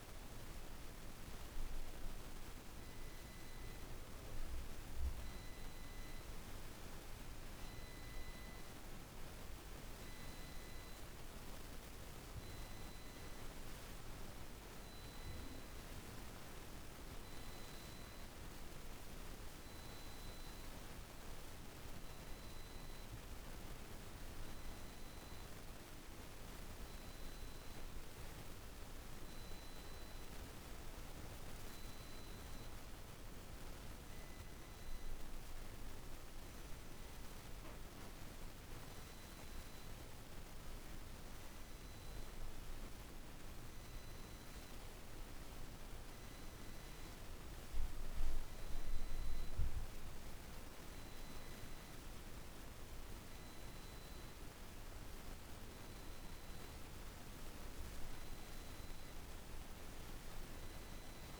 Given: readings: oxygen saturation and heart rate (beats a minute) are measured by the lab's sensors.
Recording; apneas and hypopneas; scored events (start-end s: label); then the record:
breathing in sleep, hard to hear, by a room microphone; none
none scored
From the record:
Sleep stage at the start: N2 (light sleep); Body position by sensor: on the right side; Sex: female